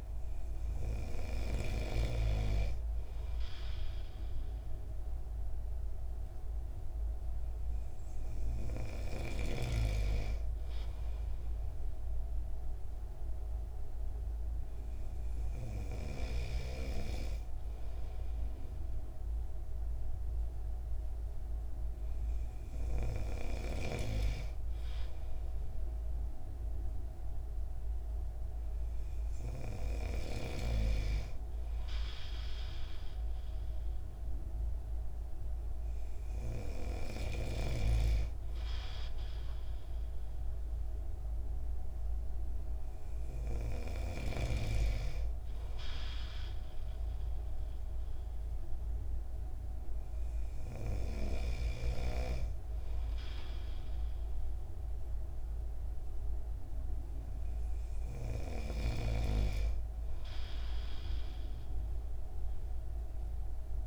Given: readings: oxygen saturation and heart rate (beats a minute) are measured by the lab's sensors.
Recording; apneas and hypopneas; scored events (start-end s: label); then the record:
breathing in sleep by a room microphone; none
none scored
From the record:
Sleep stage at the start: N2 (light sleep); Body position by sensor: on the right side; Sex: male